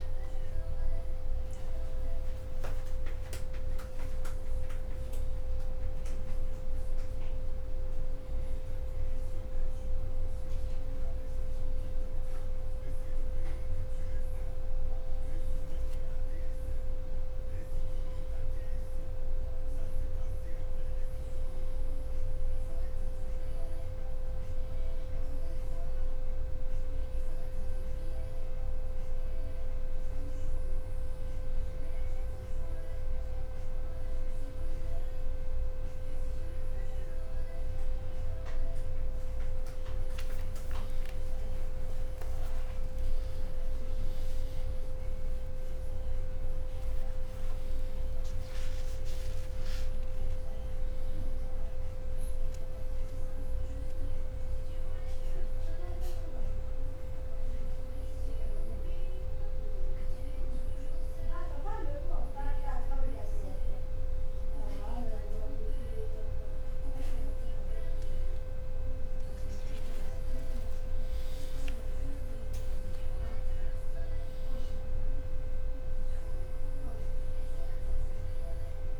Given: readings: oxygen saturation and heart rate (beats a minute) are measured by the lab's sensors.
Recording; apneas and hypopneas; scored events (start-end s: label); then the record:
a person awake in a sleep study, hard to hear, by a room microphone; none
15.00-17.00 s: leg movement (device-marked)
42.50-43.50 s: leg movement (device-marked)
46.50-48.50 s: long interval between heartbeats (device-marked, heart rate 63 before, 71 extreme)
60.00-78.99 s: new sleep stage, N2 (light sleep)
70.50-72.50 s: long interval between heartbeats (device-marked, heart rate 64 before, 69 extreme)
From the record:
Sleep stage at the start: awake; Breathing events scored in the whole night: 122 in 4.0 hours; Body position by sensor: on the back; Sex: male